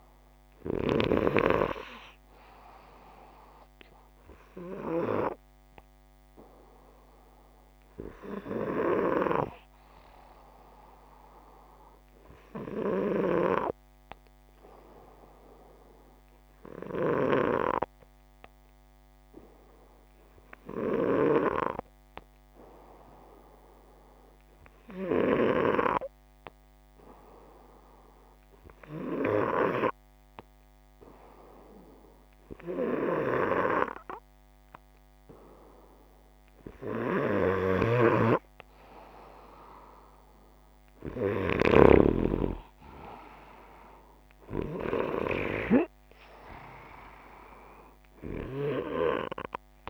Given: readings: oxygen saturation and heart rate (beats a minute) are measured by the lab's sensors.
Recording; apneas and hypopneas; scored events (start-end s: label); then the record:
breathing in sleep by a microphone on the trachea; none
37.00-41.00 s: snoring (device-marked)
39.00-42.50 s: arousal
From the record:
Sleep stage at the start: N2 (light sleep); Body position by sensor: upright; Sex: male